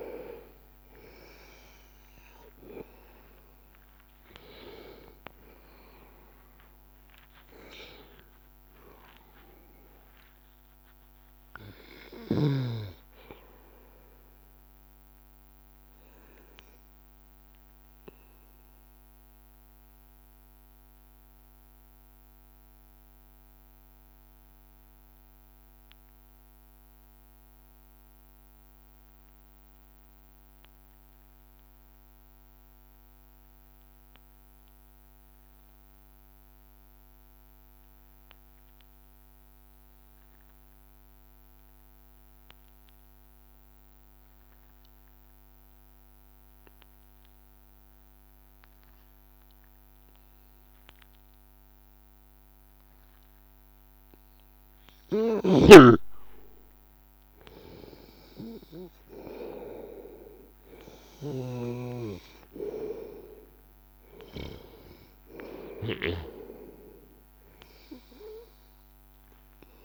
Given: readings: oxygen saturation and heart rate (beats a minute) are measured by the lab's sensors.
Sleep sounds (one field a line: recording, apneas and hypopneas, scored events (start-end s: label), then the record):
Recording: breathing in sleep by a microphone on the trachea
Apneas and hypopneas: 1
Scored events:
0.00-1.50 s: arousal
0.00-21.00 s: oxygen desaturation (device-marked, oxygen 92% lowest, heart rate 81 extreme)
20.50-52.00 s: obstructive apnea (oxygen 97% before, 93% lowest, heart rate 84 before, 81 extreme, up 0 after)
43.00-69.85 s: oxygen desaturation (device-marked, oxygen 99% before, 93% lowest, heart rate 82 before, 79 extreme)
55.00-59.00 s: arousal
From the record:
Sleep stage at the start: N2 (light sleep)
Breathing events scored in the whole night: 192 in 3.7 hours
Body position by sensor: on the back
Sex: male